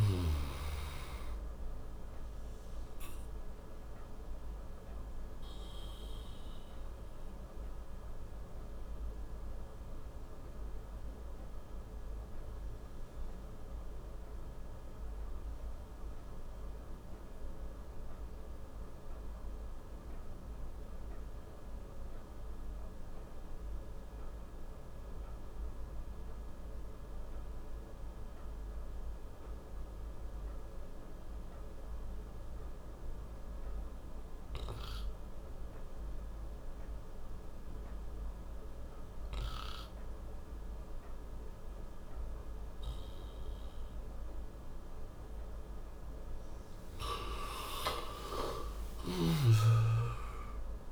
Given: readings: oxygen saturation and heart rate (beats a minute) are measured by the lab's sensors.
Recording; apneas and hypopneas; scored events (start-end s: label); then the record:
breathing in sleep by a room microphone; 1
2.00-45.00 s: obstructive apnea (oxygen 98% before, 84% lowest, heart rate 75 before, 32 extreme, up 13 after)
10.50-27.50 s: oxygen desaturation (device-marked, oxygen 95% before, 89% lowest, heart rate 67 before, 52 extreme)
44.50-50.92 s: oxygen desaturation (device-marked, oxygen 97% before, 84% lowest, heart rate 60 before, 32 extreme)
47.00-50.92 s: arousal
From the record:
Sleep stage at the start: N2 (light sleep); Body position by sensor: on the back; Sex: male